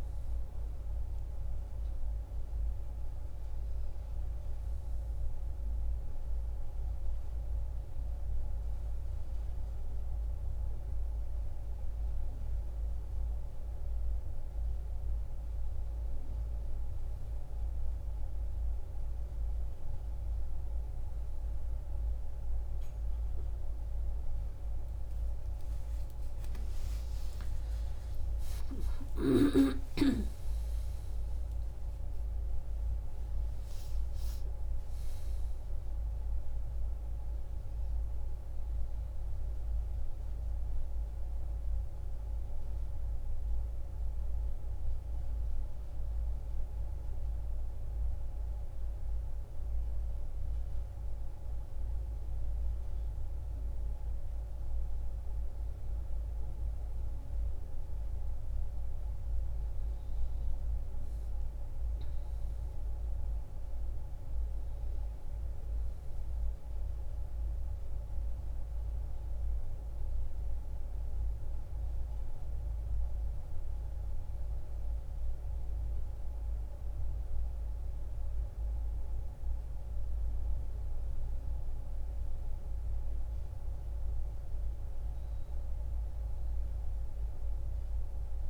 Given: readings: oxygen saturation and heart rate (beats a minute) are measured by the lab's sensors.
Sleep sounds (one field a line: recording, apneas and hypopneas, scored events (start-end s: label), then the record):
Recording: a person awake in a sleep study, hard to hear, by a room microphone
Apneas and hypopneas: none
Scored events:
48.00-78.00 s: new sleep stage, N1 (lightest sleep)
78.00-88.49 s: new sleep stage, N2 (light sleep)
From the record:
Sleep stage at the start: awake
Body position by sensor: on the back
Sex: female